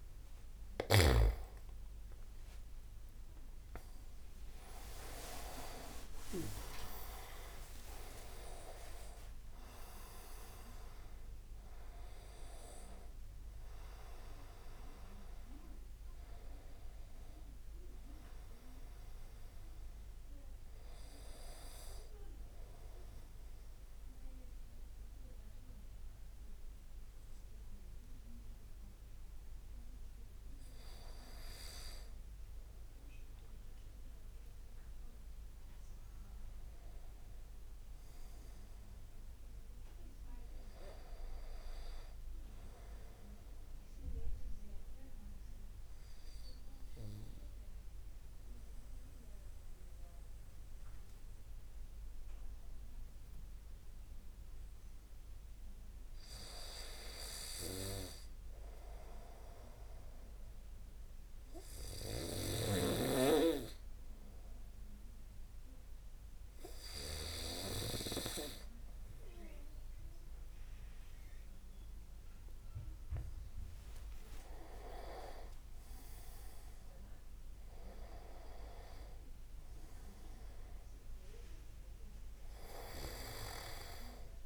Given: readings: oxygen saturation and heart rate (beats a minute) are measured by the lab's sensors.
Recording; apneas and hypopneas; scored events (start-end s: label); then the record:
breathing in sleep by a room microphone; 1
0.00-1.50 s: snoring (device-marked)
4.00-10.00 s: arousal
4.00-10.00 s: leg movement (device-marked)
46.00-57.00 s: obstructive apnea (oxygen 99% before, 95% lowest)
60.00-63.50 s: arousal
71.00-84.46 s: tachycardia (device-marked, heart rate 31 before, 200 extreme)
From the record:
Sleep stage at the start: N2 (light sleep); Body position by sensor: on the back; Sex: male